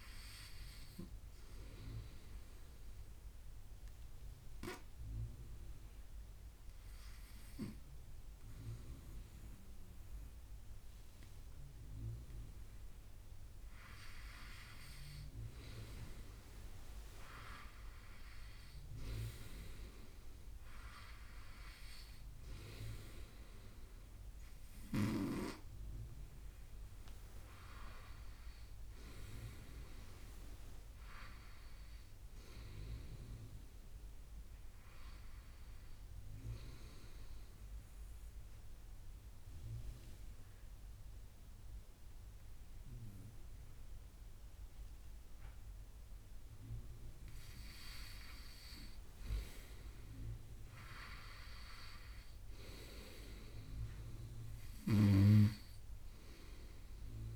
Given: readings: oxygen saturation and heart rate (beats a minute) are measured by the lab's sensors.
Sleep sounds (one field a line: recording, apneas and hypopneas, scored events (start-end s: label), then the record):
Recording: breathing in sleep by a room microphone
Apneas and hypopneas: 2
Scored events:
2.00-13.00 s: obstructive apnea (oxygen 97% before, 93% lowest, heart rate 72 before, 71 extreme, up 6 after)
16.00-18.50 s: arousal
38.00-48.50 s: obstructive apnea (oxygen 96% before, 92% lowest, heart rate 77 before, 66 extreme, up 5 after)
50.50-54.00 s: arousal
From the record:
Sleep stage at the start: N2 (light sleep)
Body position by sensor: on the right side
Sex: male